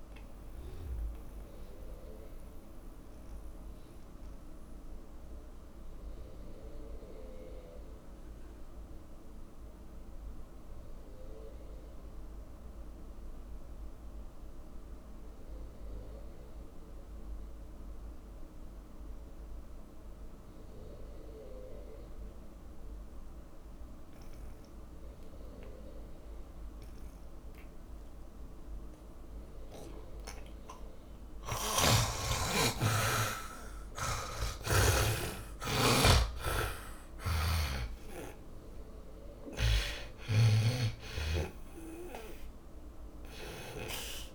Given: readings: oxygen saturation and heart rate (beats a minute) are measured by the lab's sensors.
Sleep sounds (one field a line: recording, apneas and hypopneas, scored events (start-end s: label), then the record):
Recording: breathing in sleep by a room microphone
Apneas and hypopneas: 1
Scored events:
0.00-17.00 s: oxygen desaturation (device-marked, oxygen 77% lowest)
0.50-30.50 s: mixed apnea (oxygen 100% before, 76% lowest)
23.00-44.35 s: oxygen desaturation (device-marked, oxygen 100% before, 76% lowest)
31.50-41.00 s: snoring (device-marked)
32.50-38.00 s: arousal
From the record:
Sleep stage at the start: N2 (light sleep)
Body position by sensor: on the back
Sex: male